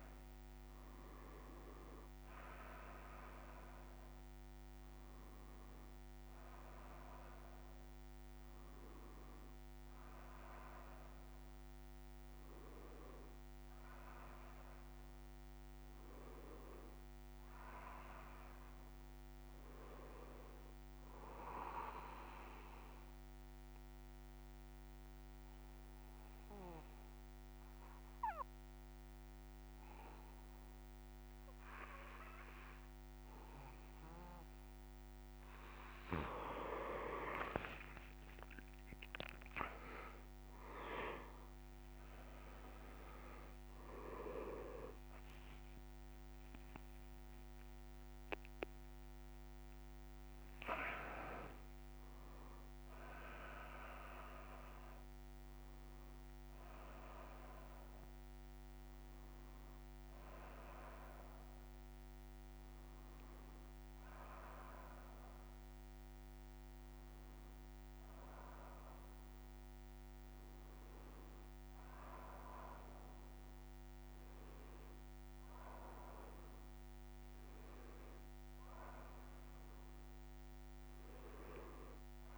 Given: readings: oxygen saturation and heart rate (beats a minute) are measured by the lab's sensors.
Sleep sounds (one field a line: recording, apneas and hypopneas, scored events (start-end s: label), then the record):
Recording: breathing in sleep by a microphone on the trachea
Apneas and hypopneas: 1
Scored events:
1.50-14.50 s: oxygen desaturation (device-marked, oxygen 100% before, 96% lowest)
22.50-36.00 s: mixed apnea (oxygen 100% before, 93% lowest)
43.50-67.50 s: oxygen desaturation (device-marked, oxygen 97% before, 93% lowest)
From the record:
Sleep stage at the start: N3 (deep sleep)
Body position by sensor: on the back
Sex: male